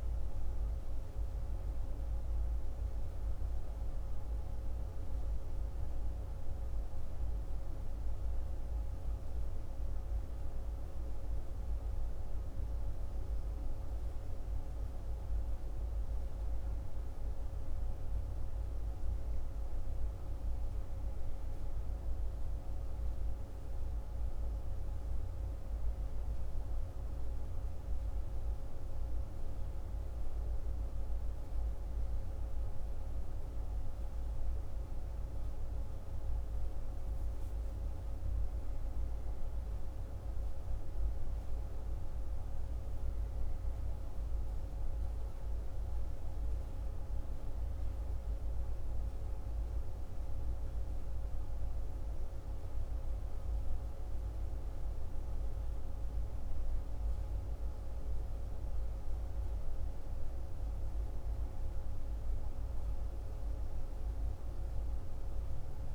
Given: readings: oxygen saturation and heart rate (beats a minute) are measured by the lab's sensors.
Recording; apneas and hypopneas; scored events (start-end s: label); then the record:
breathing in sleep, hard to hear, by a room microphone; none
none scored
From the record:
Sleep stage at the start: N1 (lightest sleep); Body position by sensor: on the left side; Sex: male